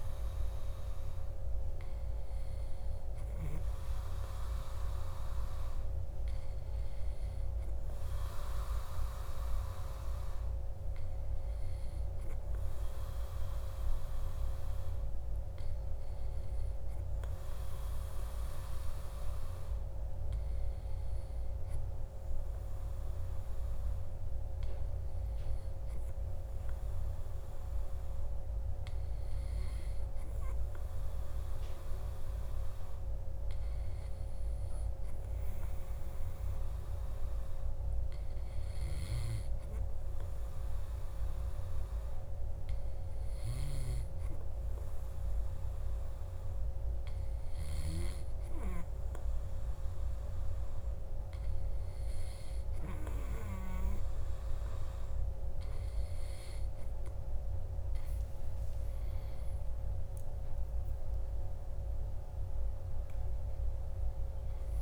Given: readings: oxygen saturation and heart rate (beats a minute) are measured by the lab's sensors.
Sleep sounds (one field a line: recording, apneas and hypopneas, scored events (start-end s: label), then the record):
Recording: breathing in sleep, hard to hear, by a room microphone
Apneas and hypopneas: 1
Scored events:
29.50-53.50 s: hypopnea (oxygen 97% before, 95% lowest, heart rate 59 before, 58 extreme, up 3 after)
60.00-64.82 s: arousal
From the record:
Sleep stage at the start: N2 (light sleep)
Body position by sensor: on the back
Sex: male